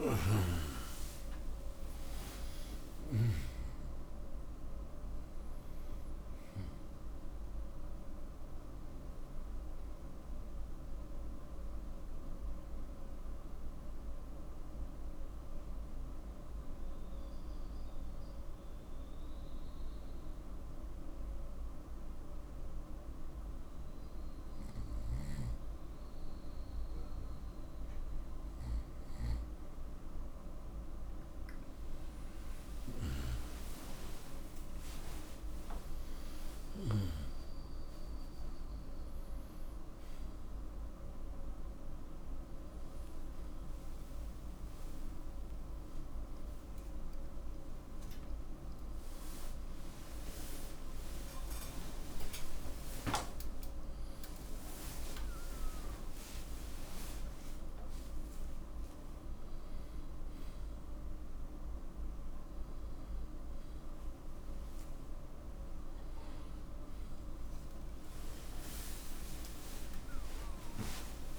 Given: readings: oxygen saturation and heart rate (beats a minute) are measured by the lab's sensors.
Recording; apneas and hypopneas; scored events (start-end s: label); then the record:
a person awake in a sleep study, hard to hear, by a room microphone; 1
0.00-4.00 s: arousal
1.50-21.50 s: oxygen desaturation (device-marked, oxygen 95% before, 90% lowest)
17.00-30.00 s: obstructive apnea (oxygen 95% before, 90% lowest, heart rate 79 before, 72 extreme, up 26 after)
27.50-71.39 s: new sleep stage, awake
From the record:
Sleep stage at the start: N1 (lightest sleep); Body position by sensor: on the right side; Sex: male